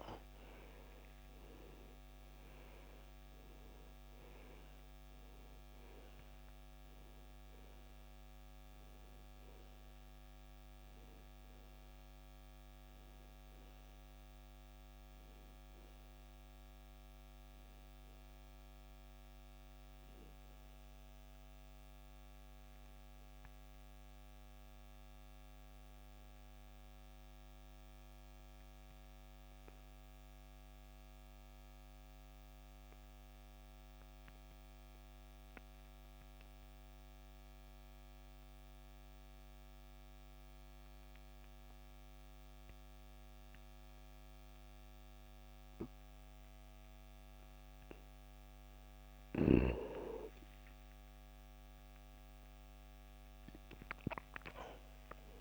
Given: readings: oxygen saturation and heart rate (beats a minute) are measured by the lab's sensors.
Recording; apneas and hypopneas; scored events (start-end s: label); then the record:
breathing in sleep by a microphone on the trachea; 1
0.00-36.50 s: oxygen desaturation (device-marked, oxygen 79% lowest, heart rate 52 extreme)
25.00-48.00 s: obstructive apnea (oxygen 95% before, 79% lowest, heart rate 83 before, 52 extreme, up 17 after)
51.00-55.00 s: arousal
From the record:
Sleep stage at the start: N2 (light sleep); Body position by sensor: on the back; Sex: male